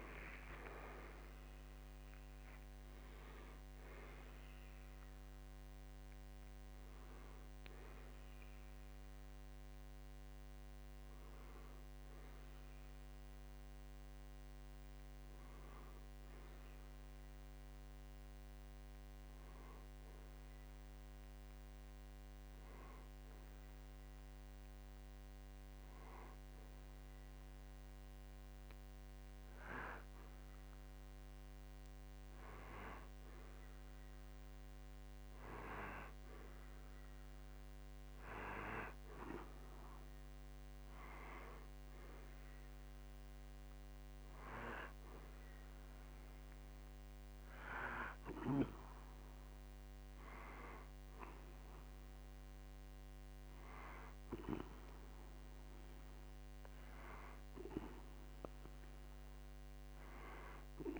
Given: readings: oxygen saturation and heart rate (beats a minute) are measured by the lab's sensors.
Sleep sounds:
a person partly awake in a sleep study, by a microphone on the trachea; none
30.00-61.00 s: new sleep stage, N1 (lightest sleep)
From the record:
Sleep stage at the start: awake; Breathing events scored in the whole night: 174 in 4.2 hours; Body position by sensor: on the back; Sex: male

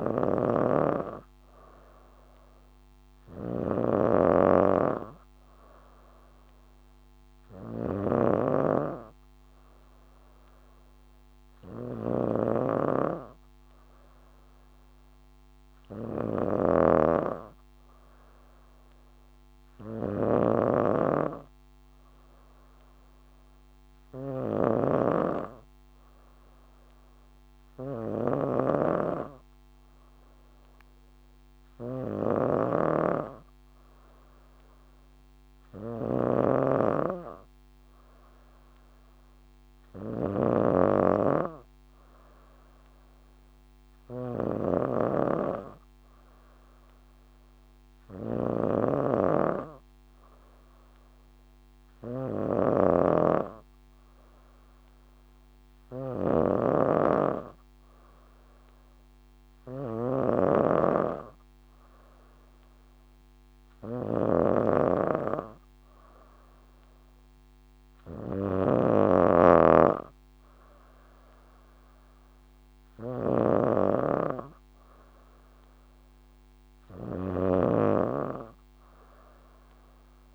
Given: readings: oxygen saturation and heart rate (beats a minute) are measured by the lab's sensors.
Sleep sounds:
breathing in sleep by a microphone on the trachea; none
0.00-80.35 s: snoring (device-marked)
From the record:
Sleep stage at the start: N3 (deep sleep); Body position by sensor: on the back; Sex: female

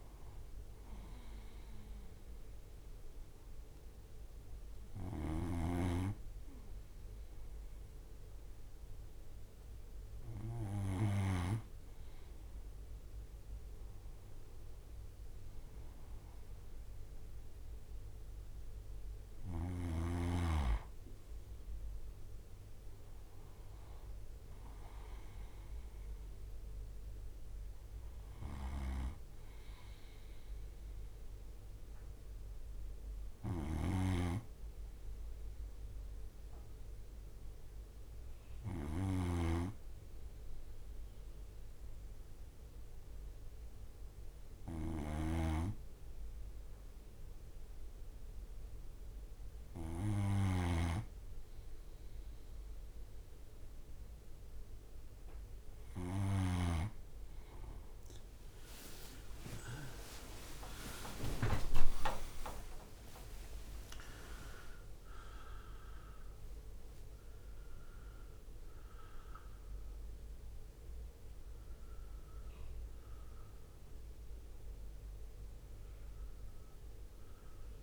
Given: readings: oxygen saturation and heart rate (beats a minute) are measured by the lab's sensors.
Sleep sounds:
breathing in sleep by a room microphone; 2
0.50-12.00 s: hypopnea (oxygen 98% before, 91% lowest, heart rate 66 before, 65 extreme, up 6 after)
4.50-11.00 s: snoring (device-marked)
14.50-17.50 s: arousal
28.00-49.50 s: snoring (device-marked)
34.00-49.00 s: hypopnea (oxygen 95% before, 91% lowest, heart rate 67 before, 63 extreme, up 3 after)
57.00-62.50 s: arousal
58.00-65.00 s: tachycardia (device-marked, heart rate 68 before, 133 extreme)
59.00-72.00 s: oxygen desaturation (device-marked, oxygen 95% before, 91% lowest, heart rate 65 before, 60 extreme)
59.50-61.50 s: long interval between heartbeats (device-marked, heart rate 65 before, 77 extreme)
62.00-77.83 s: drop in pulse transit time (device-marked, heart rate 69 before, 72 extreme)
62.50-64.50 s: long interval between heartbeats (device-marked, heart rate 69 before, 129 extreme)
From the record:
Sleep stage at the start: N2 (light sleep); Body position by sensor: on the right side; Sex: male

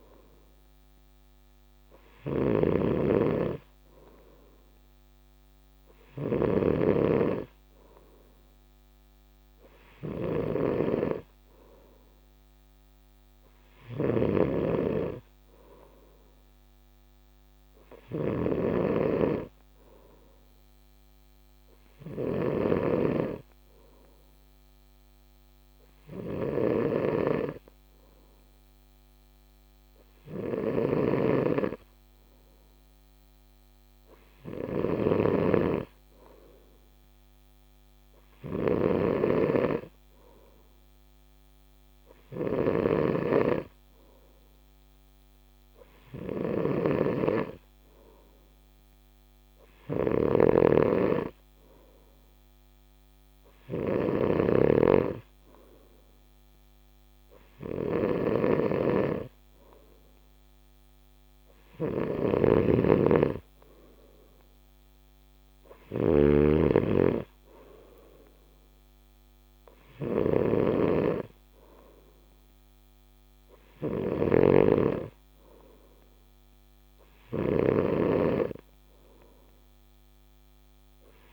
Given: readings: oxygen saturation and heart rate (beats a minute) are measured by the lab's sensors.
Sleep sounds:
breathing in sleep by a microphone on the trachea; none
0.00-81.33 s: snoring (device-marked)
From the record:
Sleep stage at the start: N3 (deep sleep); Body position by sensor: on the right side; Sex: male

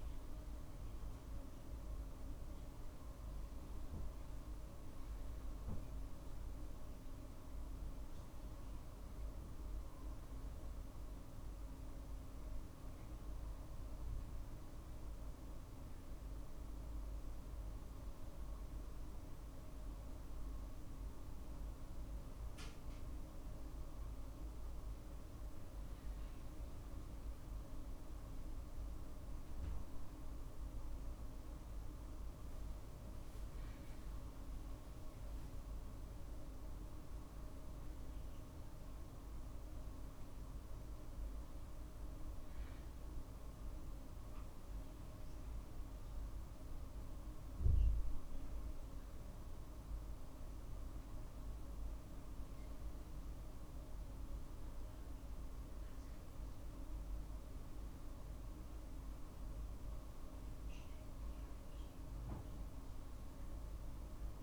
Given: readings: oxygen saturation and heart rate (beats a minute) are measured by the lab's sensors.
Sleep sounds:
breathing in sleep, hard to hear, by a room microphone; none
6.00-19.00 s: drop in pulse transit time (device-marked, heart rate 51 before, 50 extreme)
35.00-48.00 s: drop in pulse transit time (device-marked, heart rate 51 before, 52 extreme)
From the record:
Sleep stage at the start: N2 (light sleep); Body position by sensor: on the right side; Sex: male

